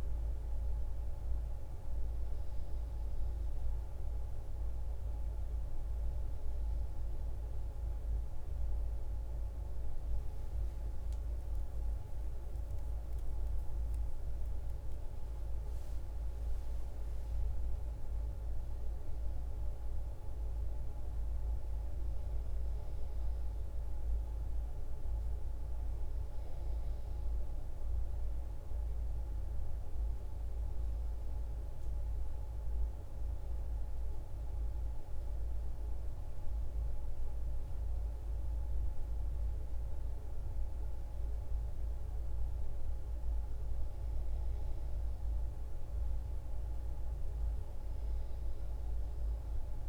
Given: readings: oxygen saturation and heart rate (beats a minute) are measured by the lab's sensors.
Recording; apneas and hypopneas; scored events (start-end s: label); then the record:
a person awake in a sleep study, hard to hear, by a room microphone; none
none scored
From the record:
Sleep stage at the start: awake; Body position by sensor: on the back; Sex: female